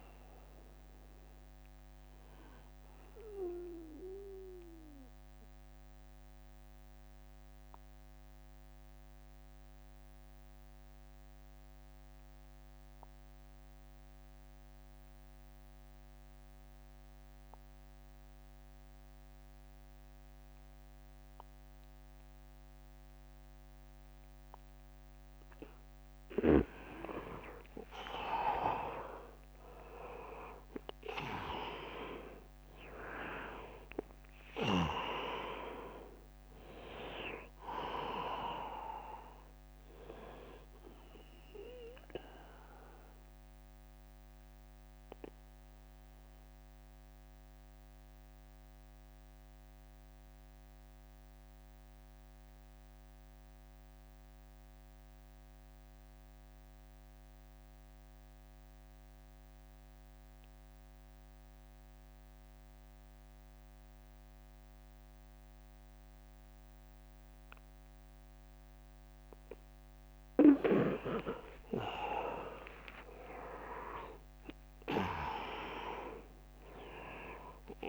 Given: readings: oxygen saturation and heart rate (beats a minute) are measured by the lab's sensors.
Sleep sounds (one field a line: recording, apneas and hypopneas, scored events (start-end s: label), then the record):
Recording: breathing in sleep by a microphone on the trachea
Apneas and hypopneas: 2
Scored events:
0.00-9.50 s: oxygen desaturation (device-marked, oxygen 85% lowest, heart rate 72 extreme)
3.50-25.50 s: mixed apnea (oxygen 100% before, 85% lowest, heart rate 86 before, 72 extreme, up 18 after)
26.50-39.50 s: drop in pulse transit time (device-marked, heart rate 76 before, 78 extreme)
27.50-54.50 s: oxygen desaturation (device-marked, oxygen 100% before, 87% lowest, heart rate 77 before, 72 extreme)
28.00-32.50 s: arousal
41.50-69.00 s: mixed apnea (oxygen 100% before, 83% lowest, heart rate 82 before, 69 extreme, up 9 after)
53.50-55.50 s: long interval between heartbeats (device-marked, heart rate 79 before, 79 extreme)
68.50-77.88 s: oxygen desaturation (device-marked, oxygen 100% before, 83% lowest, heart rate 80 before, 68 extreme)
70.50-74.00 s: arousal
73.50-77.88 s: drop in pulse transit time (device-marked, heart rate 80 before, 79 extreme)
76.00-77.88 s: long interval between heartbeats (device-marked, heart rate 80 before, 86 extreme)
From the record:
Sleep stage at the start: N2 (light sleep)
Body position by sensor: on the back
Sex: male